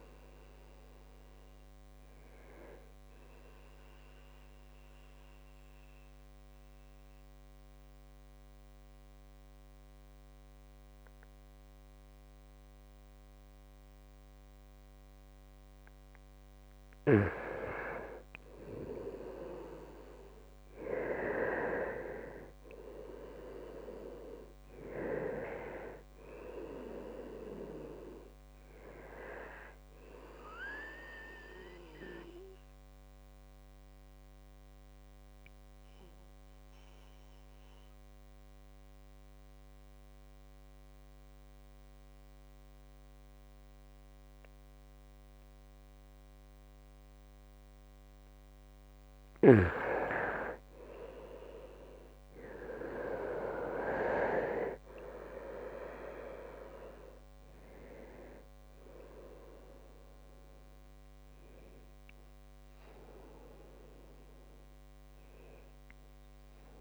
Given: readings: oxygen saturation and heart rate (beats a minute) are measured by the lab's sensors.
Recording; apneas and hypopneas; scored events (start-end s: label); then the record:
breathing in sleep by a microphone on the trachea; 2
0.00-9.00 s: oxygen desaturation (device-marked, oxygen 89% lowest, heart rate 66 extreme)
4.00-17.00 s: mixed apnea (oxygen 97% before, 89% lowest, heart rate 71 before, 62 extreme, up 5 after)
20.00-25.00 s: arousal
21.00-43.00 s: oxygen desaturation (device-marked, oxygen 98% before, 90% lowest, heart rate 69 before, 62 extreme)
33.00-49.50 s: obstructive apnea (oxygen 98% before, 89% lowest, heart rate 70 before, 63 extreme, up 7 after)
50.50-54.50 s: arousal
52.00-66.81 s: oxygen desaturation (device-marked, oxygen 97% before, 89% lowest, heart rate 66 before, 63 extreme)
From the record:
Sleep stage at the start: N2 (light sleep); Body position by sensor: on the right side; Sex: male